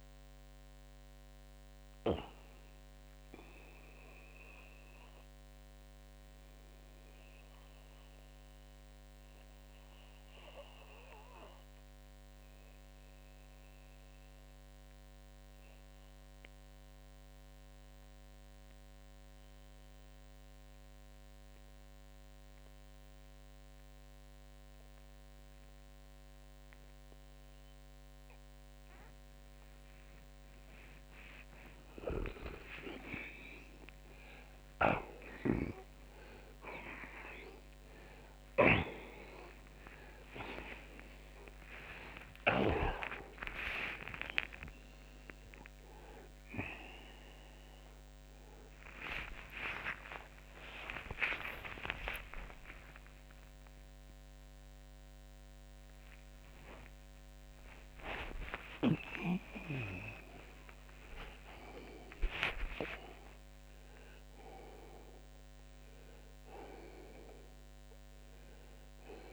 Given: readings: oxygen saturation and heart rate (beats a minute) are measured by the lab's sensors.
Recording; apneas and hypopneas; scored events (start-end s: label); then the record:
a person partly awake in a sleep study, by a microphone on the trachea; 1
0.00-22.00 s: oxygen desaturation (device-marked, oxygen 80% lowest, heart rate 53 extreme)
4.50-29.00 s: obstructive apnea (oxygen 94% before, 80% lowest, heart rate 93 before, 53 extreme, up 37 after)
37.00-67.00 s: new sleep stage, awake
38.00-42.50 s: snoring (device-marked)
39.00-46.00 s: oxygen desaturation (device-marked, oxygen 92% before, 89% lowest, heart rate 73 before, 112 extreme)
67.00-69.33 s: new sleep stage, N1 (lightest sleep)
From the record:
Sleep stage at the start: N2 (light sleep); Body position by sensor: on the back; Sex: male